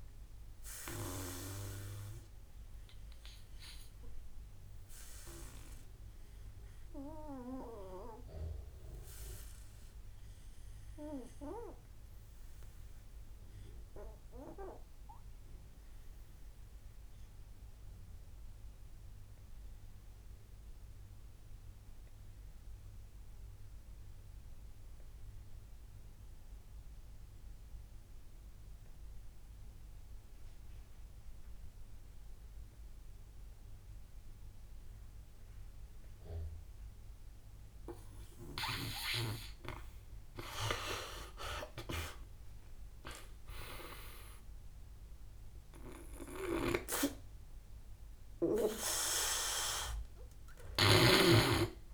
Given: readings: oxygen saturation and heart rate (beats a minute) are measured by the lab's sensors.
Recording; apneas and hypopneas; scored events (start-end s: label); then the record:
breathing in sleep by a room microphone; 1
0.00-4.50 s: oxygen desaturation (device-marked, oxygen 80% lowest, heart rate 52 extreme)
3.00-37.50 s: obstructive apnea (oxygen 88% before, 75% lowest, heart rate 71 before, 53 extreme, up 24 after)
13.50-51.94 s: oxygen desaturation (device-marked, oxygen 100% before, 75% lowest, heart rate 61 before, 53 extreme)
40.00-43.50 s: arousal
42.50-51.94 s: drop in pulse transit time (device-marked, heart rate 59 before, 59 extreme)
45.00-50.50 s: snoring (device-marked)
From the record:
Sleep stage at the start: N2 (light sleep); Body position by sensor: on the back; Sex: male